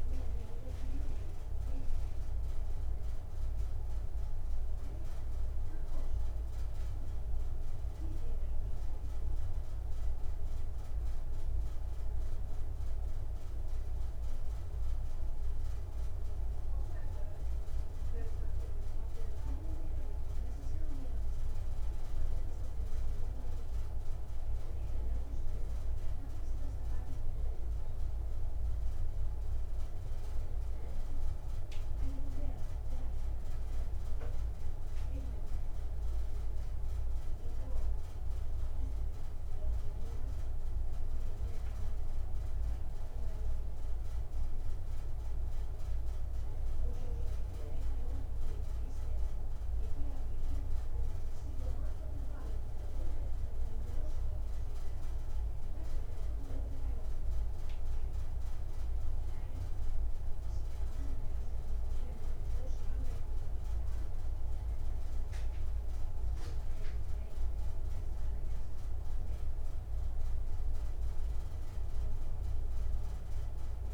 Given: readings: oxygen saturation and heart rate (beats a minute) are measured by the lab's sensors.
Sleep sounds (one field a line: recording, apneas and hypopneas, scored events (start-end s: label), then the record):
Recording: a person awake in a sleep study, hard to hear, by a room microphone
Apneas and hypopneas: none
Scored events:
1.50-73.94 s: new sleep stage, awake
From the record:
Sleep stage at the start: N1 (lightest sleep)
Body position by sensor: on the back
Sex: male